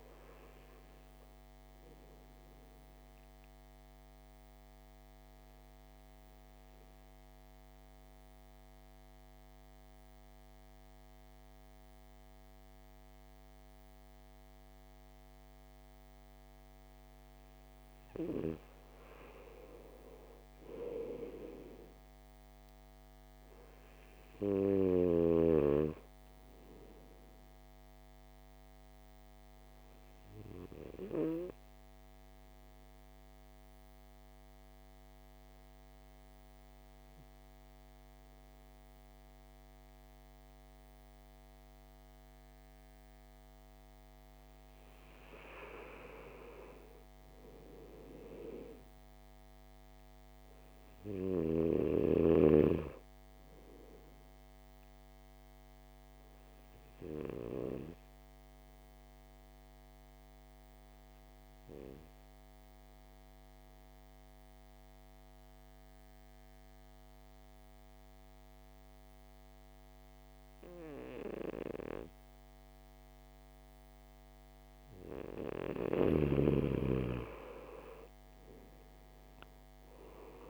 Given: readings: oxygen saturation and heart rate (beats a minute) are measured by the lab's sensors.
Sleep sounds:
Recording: breathing in sleep by a microphone on the trachea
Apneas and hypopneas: 3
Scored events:
0.00-15.50 s: oxygen desaturation (device-marked, oxygen 90% lowest, heart rate 53 extreme)
2.00-17.00 s: obstructive apnea (oxygen 99% before, 90% lowest, heart rate 57 before, 53 extreme, up 7 after)
20.00-24.00 s: arousal
27.50-42.50 s: oxygen desaturation (device-marked, oxygen 98% before, 92% lowest, heart rate 56 before, 54 extreme)
28.00-44.50 s: obstructive apnea (oxygen 99% before, 88% lowest, heart rate 56 before, 54 extreme, up 7 after)
46.00-50.50 s: arousal
52.50-72.50 s: oxygen desaturation (device-marked, oxygen 98% before, 92% lowest, heart rate 57 before, 54 extreme)
53.50-75.00 s: obstructive apnea (oxygen 98% before, 87% lowest, heart rate 57 before, 53 extreme, up 11 after)
78.00-80.50 s: arousal
79.50-80.50 s: oxygen desaturation (device-marked, oxygen 98% before, 90% lowest, heart rate 56 before, 53 extreme)
From the record:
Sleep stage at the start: N2 (light sleep)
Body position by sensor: on the back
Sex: male

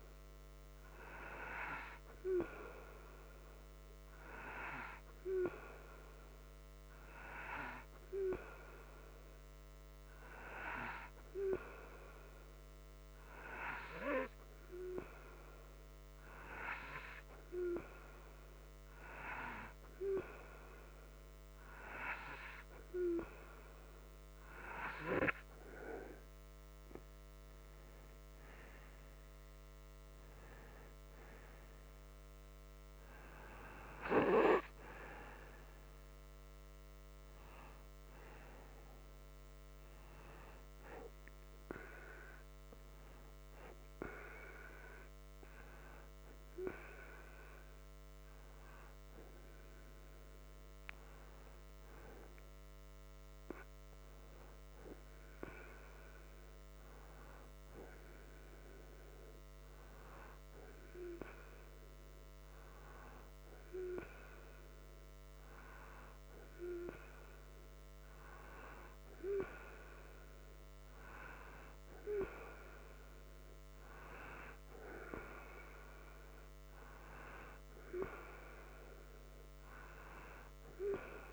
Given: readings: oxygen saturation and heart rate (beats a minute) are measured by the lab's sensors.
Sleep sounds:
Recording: breathing in sleep by a microphone on the trachea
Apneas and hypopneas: 1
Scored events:
44.50-49.00 s: arousal
51.50-66.00 s: hypopnea (oxygen 91% before, 90% lowest)
68.50-73.00 s: arousal
From the record:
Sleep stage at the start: N2 (light sleep)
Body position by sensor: upright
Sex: male

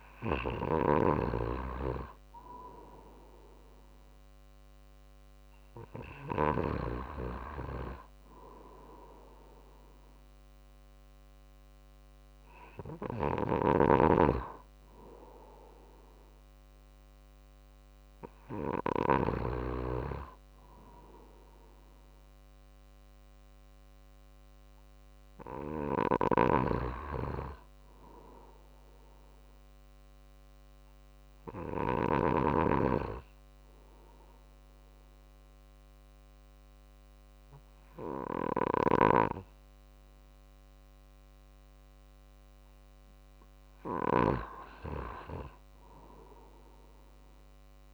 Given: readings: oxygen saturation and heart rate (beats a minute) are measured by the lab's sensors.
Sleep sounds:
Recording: breathing in sleep by a microphone on the trachea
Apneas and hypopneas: 1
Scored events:
0.00-12.50 s: drop in pulse transit time (device-marked, heart rate 49 extreme)
12.50-19.00 s: snoring (device-marked)
25.50-31.50 s: snoring (device-marked)
33.50-43.50 s: obstructive apnea (oxygen 96% before, 93% lowest, heart rate 50 before, 49 extreme, up 2 after)
45.00-47.94 s: arousal
From the record:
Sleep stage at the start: N2 (light sleep)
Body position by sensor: on the right side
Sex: male

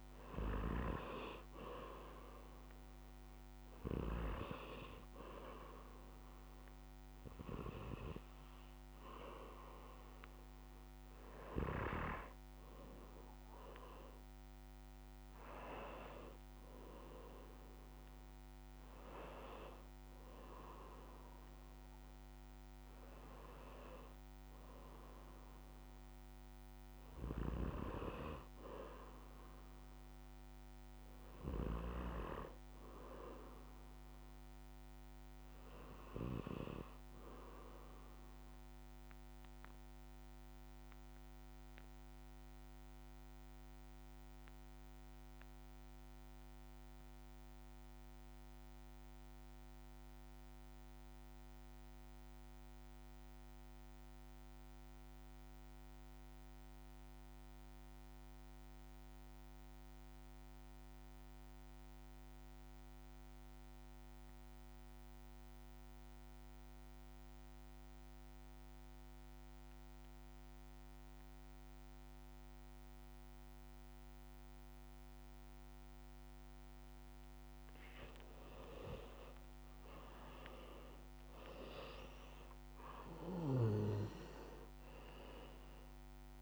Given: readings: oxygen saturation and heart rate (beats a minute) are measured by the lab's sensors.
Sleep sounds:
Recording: breathing in sleep by a microphone on the trachea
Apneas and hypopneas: 1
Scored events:
0.00-13.50 s: oxygen desaturation (device-marked, oxygen 78% lowest, heart rate 58 extreme)
39.50-76.50 s: obstructive apnea (oxygen 98% before, 82% lowest, heart rate 67 before, 56 extreme, up 15 after)
64.50-86.41 s: oxygen desaturation (device-marked, oxygen 97% before, 82% lowest, heart rate 58 before, 59 extreme)
79.00-83.00 s: arousal
83.50-86.41 s: snoring (device-marked)
From the record:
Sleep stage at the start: REM sleep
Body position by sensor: on the back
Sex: male

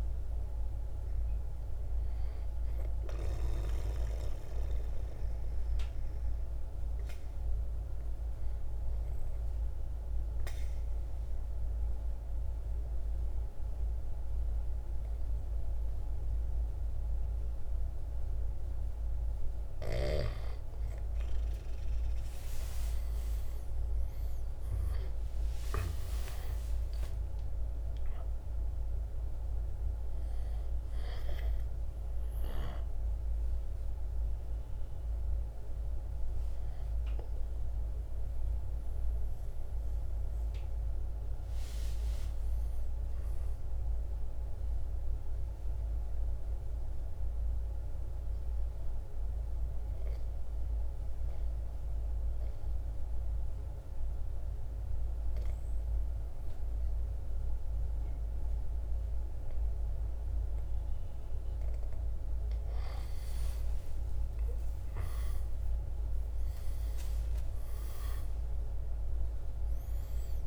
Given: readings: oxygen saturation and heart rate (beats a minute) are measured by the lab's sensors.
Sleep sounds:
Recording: breathing in sleep, hard to hear, by a room microphone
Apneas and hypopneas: 2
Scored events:
0.00-3.00 s: drop in pulse transit time (device-marked, heart rate 58 extreme)
0.00-18.00 s: oxygen desaturation (device-marked, oxygen 91% lowest, heart rate 55 extreme)
2.00-18.50 s: obstructive apnea (oxygen 98% before, 91% lowest, heart rate 58 before, 55 extreme, up 17 after)
22.50-28.00 s: arousal
26.00-38.00 s: drop in pulse transit time (device-marked, heart rate 57 before, 59 extreme)
35.00-54.00 s: oxygen desaturation (device-marked, oxygen 96% before, 91% lowest, heart rate 64 before, 57 extreme)
44.50-61.00 s: obstructive apnea (oxygen 97% before, 88% lowest, heart rate 66 before, 55 extreme, up 4 after)
63.00-68.00 s: arousal
69.00-70.47 s: drop in pulse transit time (device-marked, heart rate 58 before, 55 extreme)
69.00-70.47 s: oxygen desaturation (device-marked, oxygen 97% before, 89% lowest, heart rate 58 before, 53 extreme)
From the record:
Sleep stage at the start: N2 (light sleep)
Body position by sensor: on the right side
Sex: male

